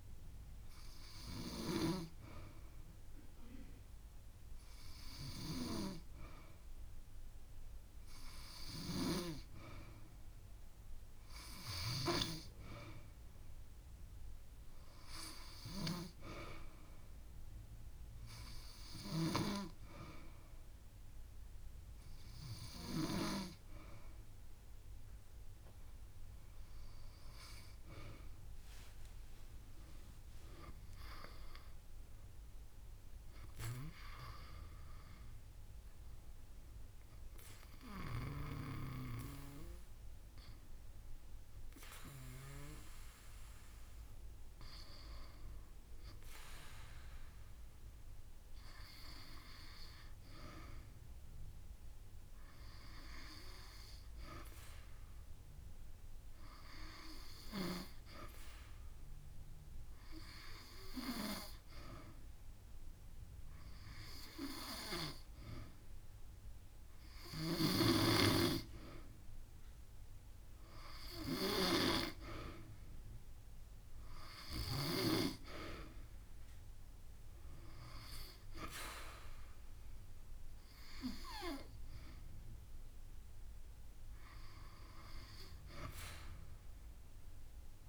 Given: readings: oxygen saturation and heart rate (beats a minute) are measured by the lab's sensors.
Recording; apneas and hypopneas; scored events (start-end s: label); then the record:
breathing in sleep by a room microphone; 2
0.00-4.50 s: drop in pulse transit time (device-marked)
7.50-9.50 s: long interval between heartbeats (device-marked)
17.00-27.50 s: hypopnea (oxygen 95% before, 92% lowest)
21.00-23.00 s: long interval between heartbeats (device-marked)
29.00-33.50 s: arousal
29.50-31.50 s: long interval between heartbeats (device-marked)
46.50-48.50 s: long interval between heartbeats (device-marked)
54.00-68.00 s: hypopnea (oxygen 95% before, 92% lowest)
61.50-63.50 s: long interval between heartbeats (device-marked)
70.00-73.50 s: arousal
83.50-87.88 s: drop in pulse transit time (device-marked)
From the record:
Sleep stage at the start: N2 (light sleep); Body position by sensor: on the back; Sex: female